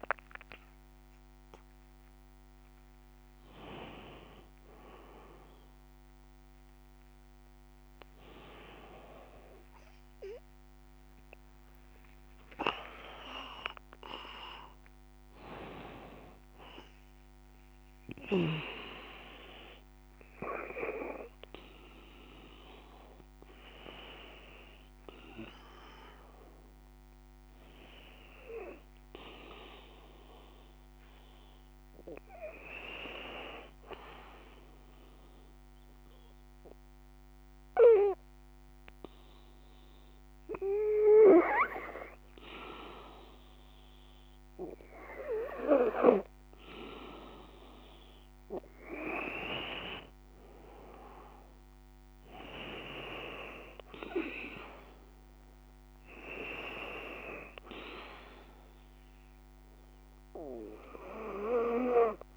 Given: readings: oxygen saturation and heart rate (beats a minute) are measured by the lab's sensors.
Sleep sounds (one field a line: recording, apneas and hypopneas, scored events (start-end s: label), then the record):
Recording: a person partly awake in a sleep study, by a microphone on the trachea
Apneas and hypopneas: 1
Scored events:
23.50-62.37 s: new sleep stage, N2 (light sleep)
34.00-47.00 s: hypopnea (oxygen 91% before, 86% lowest, heart rate 77 before, 58 extreme, up 10 after)
47.50-62.37 s: oxygen desaturation (device-marked, oxygen 93% before, 87% lowest, heart rate 62 before, 62 extreme)
50.00-53.50 s: arousal
From the record:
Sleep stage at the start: awake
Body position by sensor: on the back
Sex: female